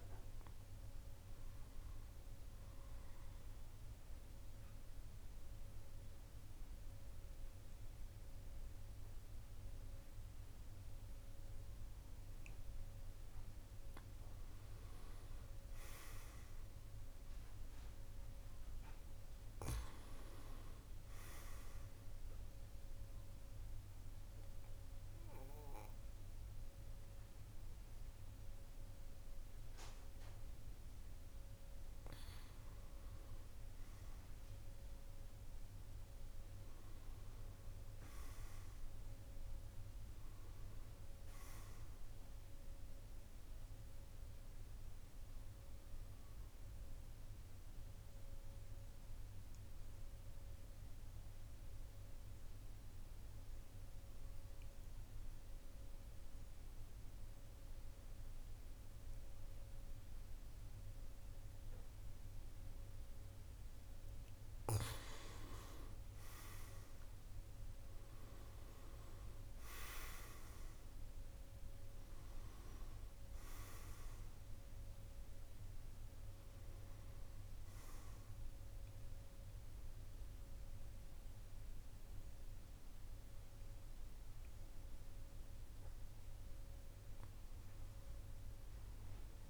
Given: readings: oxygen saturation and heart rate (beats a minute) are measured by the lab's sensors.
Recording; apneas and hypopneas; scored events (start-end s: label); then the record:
breathing in sleep by a room microphone; 3
2.50-12.50 s: mixed apnea (oxygen 100% before, 93% lowest, heart rate 51 before, 49 extreme, up 6 after)
14.00-17.00 s: arousal
17.50-38.50 s: oxygen desaturation (device-marked, oxygen 98% before, 94% lowest, heart rate 50 before, 48 extreme)
22.50-32.50 s: mixed apnea (oxygen 98% before, 91% lowest, heart rate 51 before, 48 extreme, up 8 after)
36.00-39.50 s: arousal
44.00-63.50 s: obstructive apnea (oxygen 98% before, 91% lowest, heart rate 53 before, 46 extreme, up 8 after)
64.50-89.50 s: oxygen desaturation (device-marked, oxygen 98% before, 91% lowest, heart rate 50 before, 46 extreme)
65.50-68.50 s: arousal
From the record:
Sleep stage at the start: N2 (light sleep); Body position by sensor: on the back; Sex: male